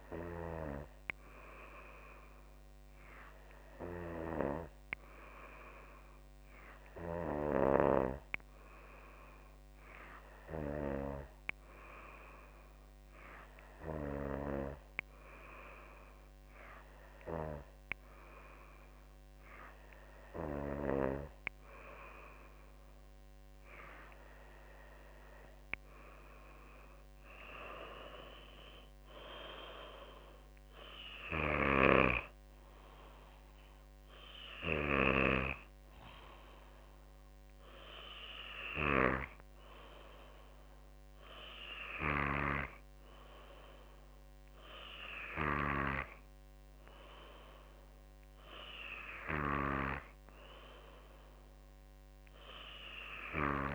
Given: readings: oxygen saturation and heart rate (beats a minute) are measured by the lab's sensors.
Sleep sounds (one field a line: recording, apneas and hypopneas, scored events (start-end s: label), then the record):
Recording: breathing in sleep by a microphone on the trachea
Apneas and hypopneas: none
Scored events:
none scored
From the record:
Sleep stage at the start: N2 (light sleep)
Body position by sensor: on the back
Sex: female